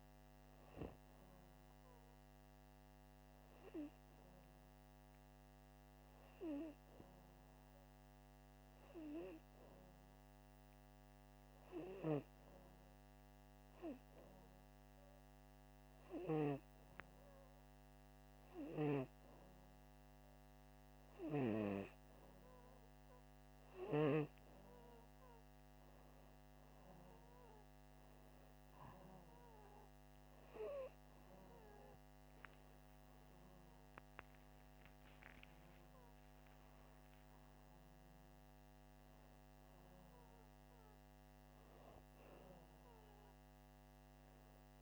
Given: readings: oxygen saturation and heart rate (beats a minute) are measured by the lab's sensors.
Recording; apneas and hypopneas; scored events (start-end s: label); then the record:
breathing in sleep by a microphone on the trachea; none
33.50-38.00 s: arousal
From the record:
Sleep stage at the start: N2 (light sleep); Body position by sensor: upright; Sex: male